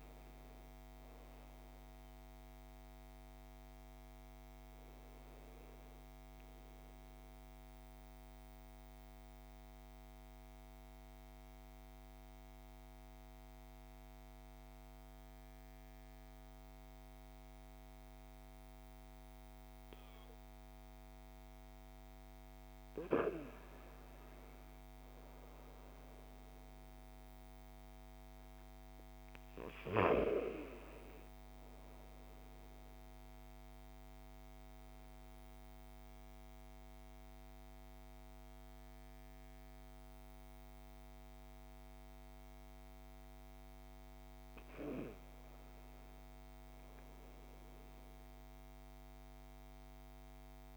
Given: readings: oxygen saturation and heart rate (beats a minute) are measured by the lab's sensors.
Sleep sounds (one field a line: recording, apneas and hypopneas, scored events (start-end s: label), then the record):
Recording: breathing in sleep, hard to hear, by a microphone on the trachea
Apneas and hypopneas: 2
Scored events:
0.00-14.00 s: oxygen desaturation (device-marked, oxygen 92% lowest)
6.00-21.50 s: central apnea (oxygen 97% before, 92% lowest)
23.00-26.00 s: arousal
31.00-40.00 s: oxygen desaturation (device-marked, oxygen 98% before, 94% lowest)
33.00-44.00 s: obstructive apnea (oxygen 98% before, 94% lowest)
47.00-50.50 s: arousal
From the record:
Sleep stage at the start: N2 (light sleep)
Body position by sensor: on the back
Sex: male